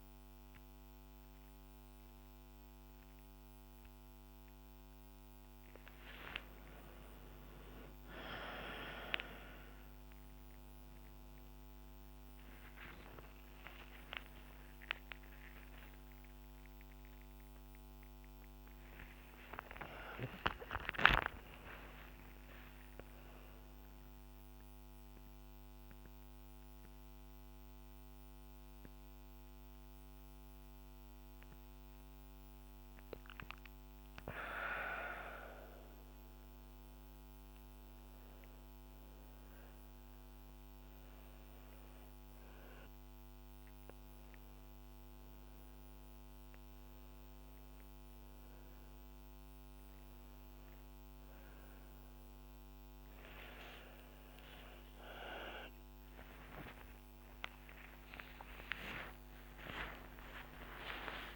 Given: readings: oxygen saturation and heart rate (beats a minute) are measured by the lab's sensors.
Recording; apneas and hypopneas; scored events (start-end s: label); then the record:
a person awake in a sleep study, by a microphone on the trachea; none
none scored
From the record:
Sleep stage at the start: awake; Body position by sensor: on the back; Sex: female